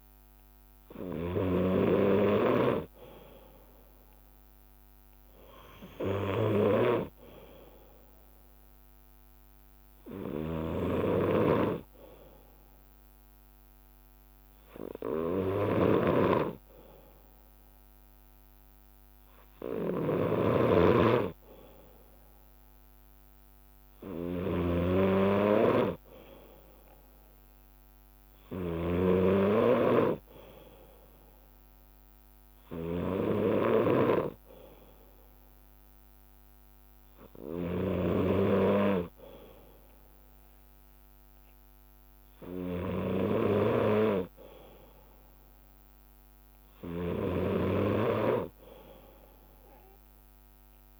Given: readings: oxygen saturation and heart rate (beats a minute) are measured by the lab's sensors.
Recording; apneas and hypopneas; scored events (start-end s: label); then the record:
breathing in sleep by a microphone on the trachea; none
2.00-4.00 s: bradycardia (device-marked, heart rate 59 before, 59 extreme)
3.50-9.50 s: leg movement (device-marked)
10.00-12.00 s: long interval between heartbeats (device-marked, heart rate 59 before, 70 extreme)
14.00-17.00 s: leg movement (device-marked)
17.50-23.00 s: leg movement (device-marked)
20.00-27.00 s: bradycardia (device-marked, heart rate 59 before, 59 extreme)
25.00-30.00 s: leg movement (device-marked)
29.00-32.00 s: bradycardia (device-marked, heart rate 59 before, 59 extreme)
31.50-38.00 s: leg movement (device-marked)
33.00-50.00 s: bradycardia (device-marked, heart rate 59 before, 58 extreme)
43.00-48.50 s: leg movement (device-marked)
49.50-51.00 s: leg movement (device-marked)
From the record:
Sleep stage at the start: N2 (light sleep); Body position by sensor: on the left side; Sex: male